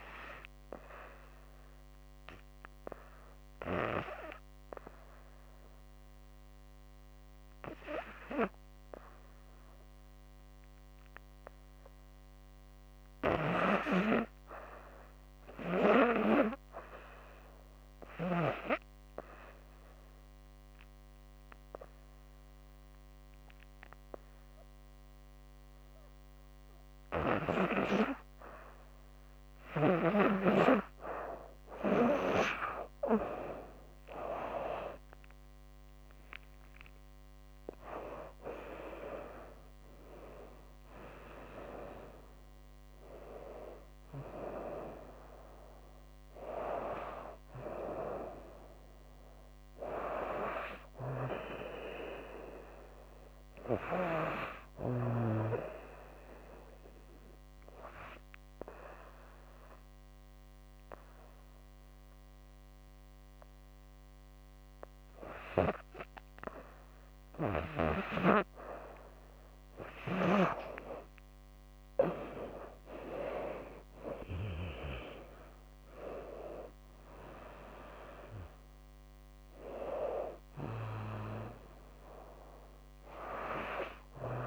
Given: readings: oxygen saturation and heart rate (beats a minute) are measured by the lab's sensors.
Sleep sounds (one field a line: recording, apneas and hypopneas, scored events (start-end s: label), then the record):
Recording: breathing in sleep by a microphone on the trachea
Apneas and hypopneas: 3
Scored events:
0.50-10.50 s: obstructive apnea (oxygen 99% before, 88% lowest, heart rate 72 before, 64 extreme, up 0 after)
12.00-15.00 s: arousal
18.00-28.00 s: obstructive apnea (oxygen 99% before, 88% lowest, heart rate 65 before, 68 extreme, up 23 after)
27.50-56.50 s: oxygen desaturation (device-marked, oxygen 97% before, 88% lowest, heart rate 67 before, 67 extreme)
30.50-35.00 s: arousal
36.50-45.50 s: tachycardia (device-marked, heart rate 75 before, 104 extreme)
50.00-53.50 s: snoring (device-marked)
56.00-67.00 s: obstructive apnea (oxygen 97% before, 92% lowest, heart rate 99 before, 67 extreme, up 18 after)
70.50-75.50 s: arousal
78.50-84.47 s: oxygen desaturation (device-marked, oxygen 98% before, 92% lowest, heart rate 78 before, 67 extreme)
From the record:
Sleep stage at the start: N2 (light sleep)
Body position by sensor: on the back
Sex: female